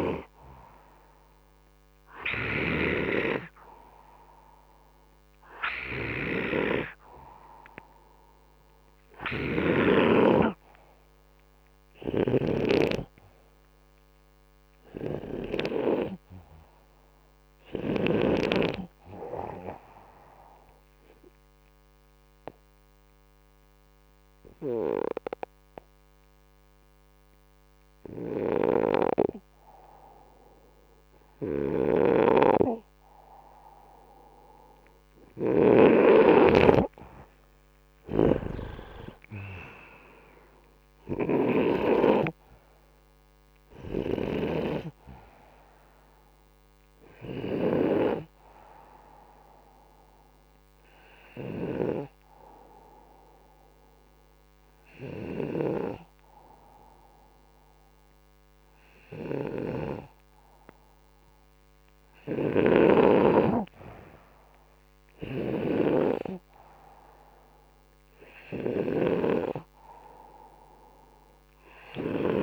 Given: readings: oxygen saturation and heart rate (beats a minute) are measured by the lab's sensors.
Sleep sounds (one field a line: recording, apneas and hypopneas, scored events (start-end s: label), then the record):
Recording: breathing in sleep by a microphone on the trachea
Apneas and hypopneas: 1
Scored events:
0.00-2.50 s: snoring (device-marked)
9.00-18.00 s: snoring (device-marked)
21.00-34.50 s: hypopnea (oxygen 96% before, 91% lowest, heart rate 69 before, 63 extreme, up 37 after)
31.50-35.50 s: snoring (device-marked)
36.00-39.50 s: arousal
42.00-65.00 s: oxygen desaturation (device-marked, oxygen 96% before, 91% lowest, heart rate 77 before, 62 extreme)
From the record:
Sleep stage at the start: N2 (light sleep)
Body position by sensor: upright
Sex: male